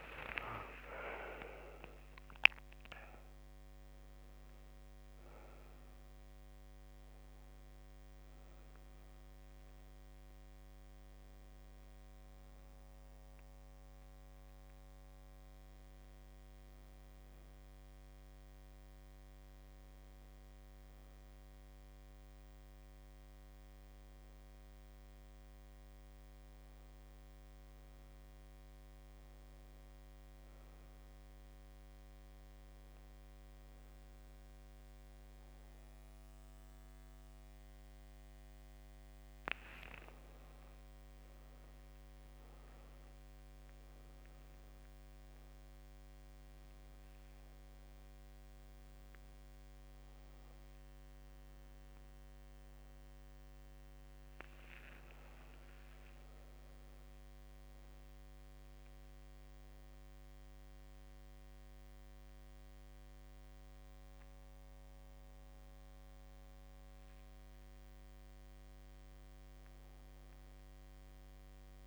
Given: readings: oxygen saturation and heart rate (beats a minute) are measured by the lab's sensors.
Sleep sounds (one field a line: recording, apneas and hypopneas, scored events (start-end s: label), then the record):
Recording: a person awake in a sleep study, by a microphone on the trachea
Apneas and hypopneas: none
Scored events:
0.00-3.50 s: arousal
From the record:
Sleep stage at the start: awake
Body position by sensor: on the back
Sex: female